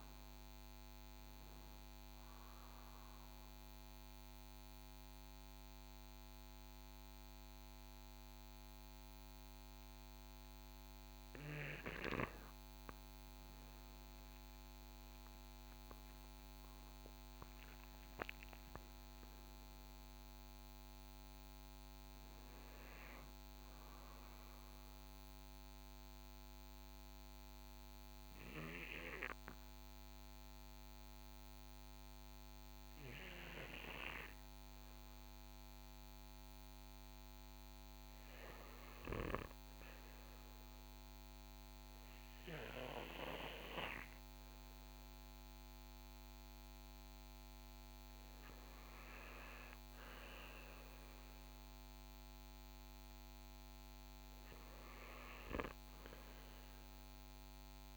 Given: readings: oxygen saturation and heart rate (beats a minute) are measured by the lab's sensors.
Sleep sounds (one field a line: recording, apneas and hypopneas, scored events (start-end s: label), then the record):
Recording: a person partly awake in a sleep study, by a microphone on the trachea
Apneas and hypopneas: 1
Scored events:
2.50-57.97 s: new sleep stage, N2 (light sleep)
24.00-35.00 s: hypopnea (oxygen 98% before, 95% lowest, heart rate 63 before, 56 extreme, up 8 after)
38.00-42.00 s: arousal
From the record:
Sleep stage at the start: awake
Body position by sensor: on the right side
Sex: male